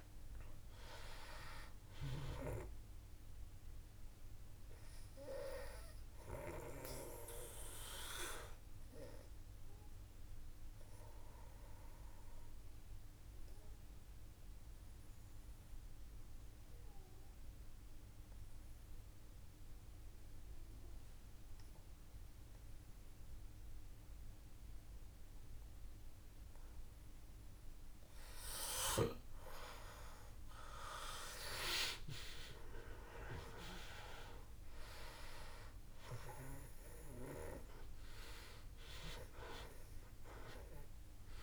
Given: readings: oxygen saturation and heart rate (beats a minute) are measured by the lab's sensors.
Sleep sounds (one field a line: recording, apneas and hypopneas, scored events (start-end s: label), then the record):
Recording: breathing in sleep by a room microphone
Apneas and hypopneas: 1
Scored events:
0.00-20.00 s: oxygen desaturation (device-marked, oxygen 90% lowest, heart rate 55 extreme)
3.50-26.00 s: obstructive apnea (oxygen 97% before, 90% lowest, heart rate 59 before, 55 extreme, up 4 after)
30.00-34.00 s: arousal
35.00-41.43 s: oxygen desaturation (device-marked, oxygen 97% before, 92% lowest, heart rate 56 before, 56 extreme)
From the record:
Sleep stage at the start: N2 (light sleep)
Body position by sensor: on the back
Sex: male